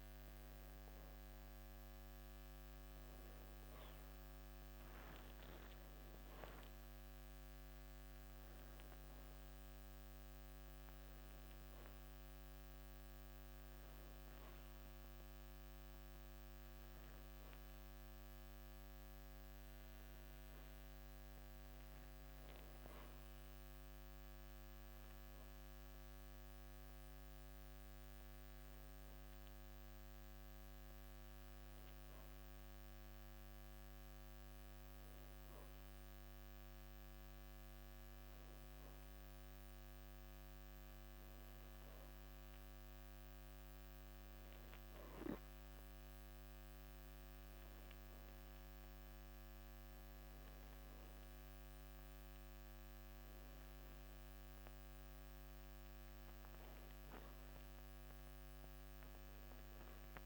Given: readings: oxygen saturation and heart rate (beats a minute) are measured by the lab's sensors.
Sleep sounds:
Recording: breathing in sleep, hard to hear, by a microphone on the trachea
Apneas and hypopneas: none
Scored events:
0.00-1.00 s: arousal
From the record:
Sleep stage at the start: N1 (lightest sleep)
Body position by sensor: on the back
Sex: male

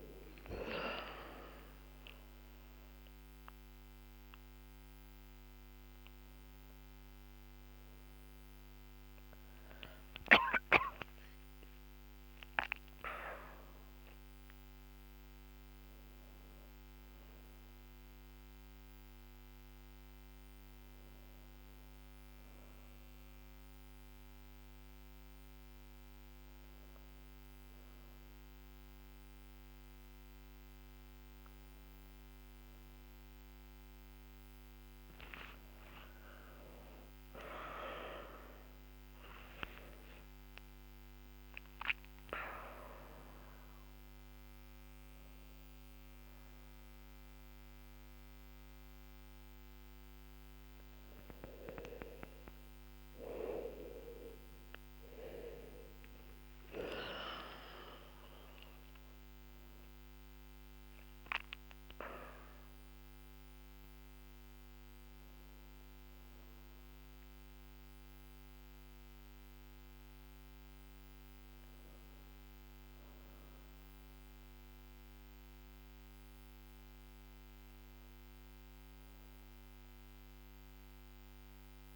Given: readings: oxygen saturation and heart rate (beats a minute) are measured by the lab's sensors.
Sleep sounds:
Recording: a person awake in a sleep study, by a microphone on the trachea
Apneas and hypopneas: none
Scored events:
51.00-81.96 s: new sleep stage, N1 (lightest sleep)
75.00-81.96 s: oxygen desaturation (device-marked, oxygen 99% before, 93% lowest, heart rate 86 before, 82 extreme)
From the record:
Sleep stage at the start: awake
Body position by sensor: on the back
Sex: female

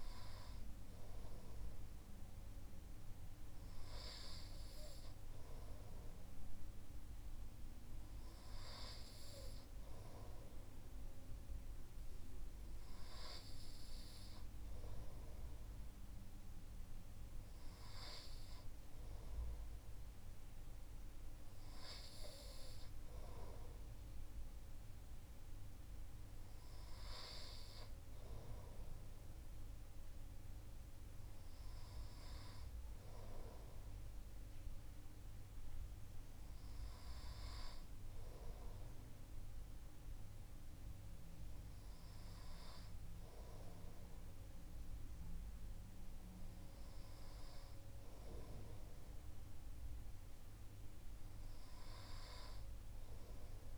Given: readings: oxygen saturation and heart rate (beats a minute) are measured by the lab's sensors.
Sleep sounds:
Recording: breathing in sleep by a room microphone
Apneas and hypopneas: none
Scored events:
none scored
From the record:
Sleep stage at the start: N2 (light sleep)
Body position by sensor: on the right side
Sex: male

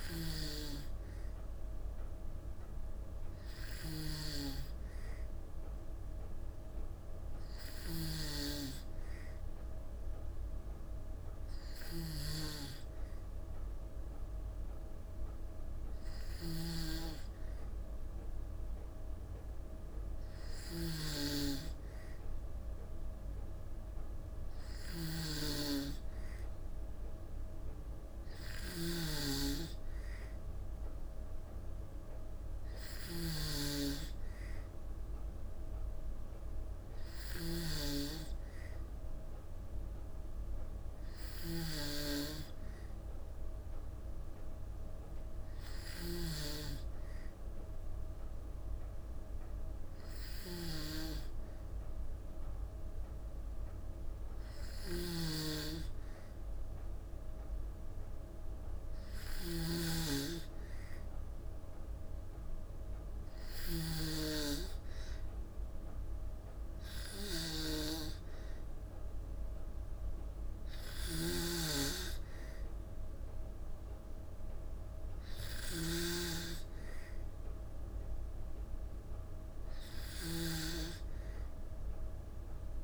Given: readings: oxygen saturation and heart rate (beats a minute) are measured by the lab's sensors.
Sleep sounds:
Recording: breathing in sleep by a room microphone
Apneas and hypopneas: none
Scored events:
16.00-37.50 s: snoring (device-marked)
45.50-63.50 s: snoring (device-marked)
70.50-80.00 s: snoring (device-marked)
From the record:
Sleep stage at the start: N2 (light sleep)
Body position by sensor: on the back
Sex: female

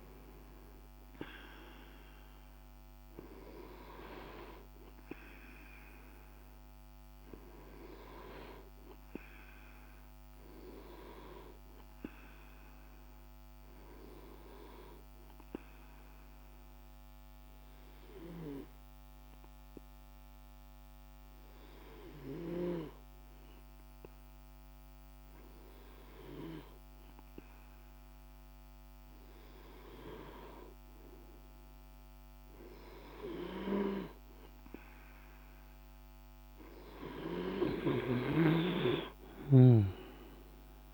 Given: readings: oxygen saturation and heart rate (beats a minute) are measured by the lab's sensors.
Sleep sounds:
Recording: breathing in sleep by a microphone on the trachea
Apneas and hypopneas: 1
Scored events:
4.50-8.00 s: arousal
12.00-29.50 s: hypopnea (oxygen 96% before, 94% lowest, heart rate 52 before, 51 extreme, up 1 after)
31.50-36.00 s: arousal
38.50-40.94 s: oxygen desaturation (device-marked, oxygen 97% before, 94% lowest, heart rate 52 before, 48 extreme)
From the record:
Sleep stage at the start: N2 (light sleep)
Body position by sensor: on the back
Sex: male

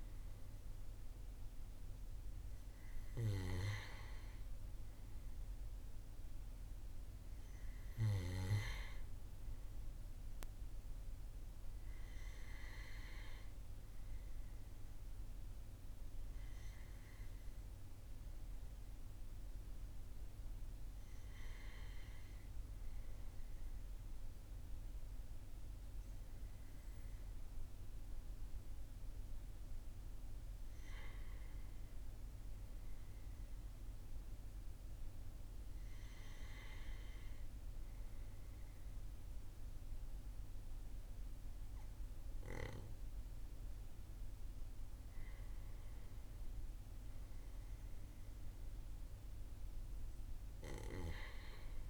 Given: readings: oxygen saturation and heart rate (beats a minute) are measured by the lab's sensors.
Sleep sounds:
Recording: breathing in sleep by a room microphone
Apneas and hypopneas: none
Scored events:
none scored
From the record:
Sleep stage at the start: N2 (light sleep)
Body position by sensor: on the back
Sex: male

